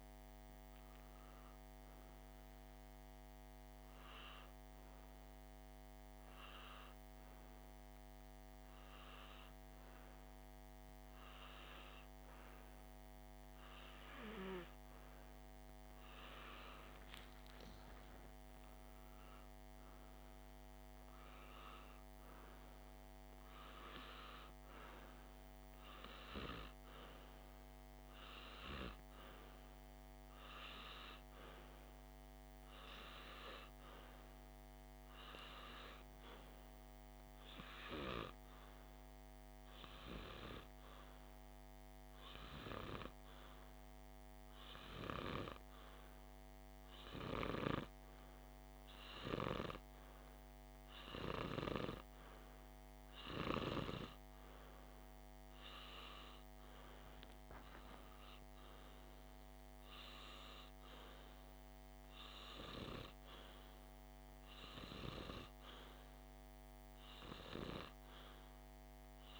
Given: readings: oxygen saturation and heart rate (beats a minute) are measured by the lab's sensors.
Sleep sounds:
breathing in sleep by a microphone on the trachea; 2
5.50-18.00 s: hypopnea (oxygen 97% before, 95% lowest, heart rate 80 before, 50 extreme, up 18 after)
19.50-23.50 s: arousal
41.50-53.50 s: hypopnea (oxygen 99% before, 93% lowest, heart rate 53 before, 49 extreme, up 28 after)
55.50-58.50 s: arousal
From the record:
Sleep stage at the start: N2 (light sleep); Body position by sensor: on the back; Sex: male

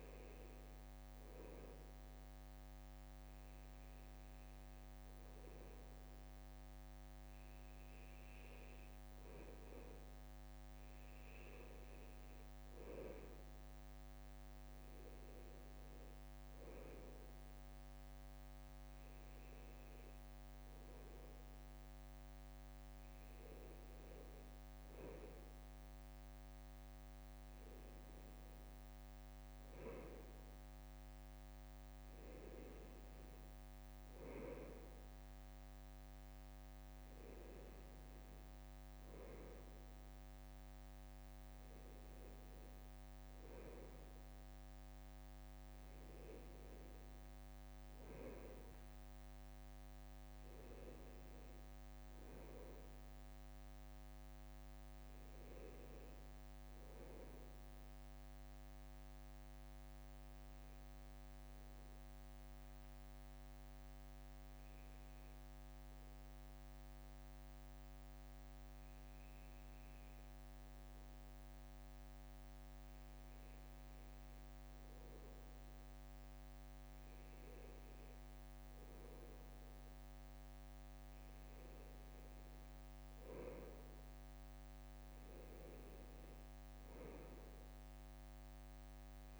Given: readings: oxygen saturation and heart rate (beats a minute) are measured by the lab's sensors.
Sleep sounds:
breathing in sleep by a microphone on the trachea; none
6.50-8.50 s: bradycardia (device-marked, heart rate 60 before, 59 extreme)
18.50-30.50 s: bradycardia (device-marked, heart rate 60 before, 58 extreme)
41.50-89.40 s: bradycardia (device-marked, heart rate 60 before, 58 extreme)
From the record:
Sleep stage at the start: N2 (light sleep); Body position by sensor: on the back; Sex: male

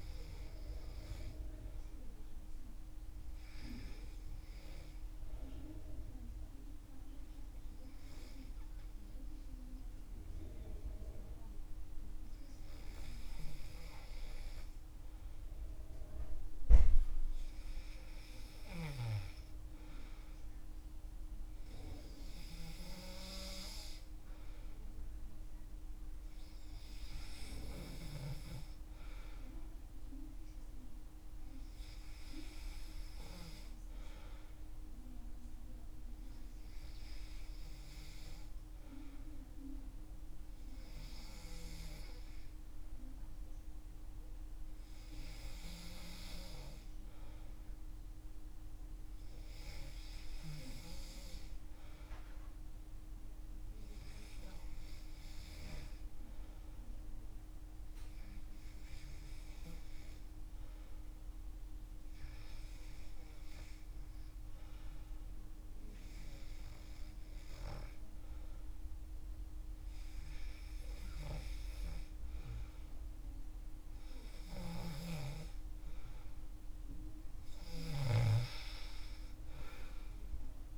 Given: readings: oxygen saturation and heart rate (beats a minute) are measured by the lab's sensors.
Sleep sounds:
breathing in sleep by a room microphone; 2
1.50-15.50 s: hypopnea (oxygen 98% before, 95% lowest, heart rate 69 before, 63 extreme, up 3 after)
17.00-20.00 s: arousal
53.50-68.50 s: hypopnea (oxygen 97% before, 95% lowest, heart rate 67 before, 65 extreme, up 6 after)
72.50-76.00 s: arousal
From the record:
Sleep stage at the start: N2 (light sleep); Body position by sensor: on the back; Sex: male

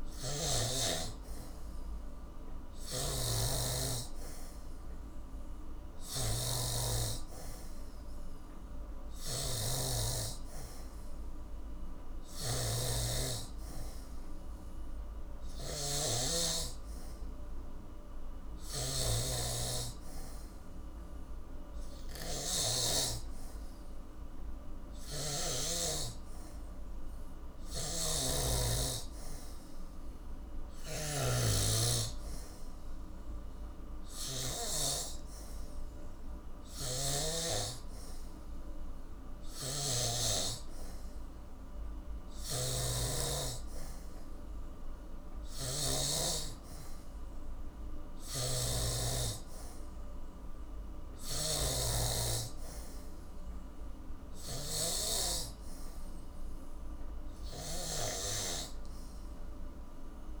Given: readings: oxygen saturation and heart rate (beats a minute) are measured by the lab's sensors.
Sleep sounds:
breathing in sleep by a room microphone; none
2.50-25.50 s: snoring (device-marked)
27.50-34.50 s: snoring (device-marked)
36.50-46.00 s: snoring (device-marked)
48.00-51.50 s: snoring (device-marked)
57.50-60.40 s: snoring (device-marked)
From the record:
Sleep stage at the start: N3 (deep sleep); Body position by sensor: on the back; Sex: male

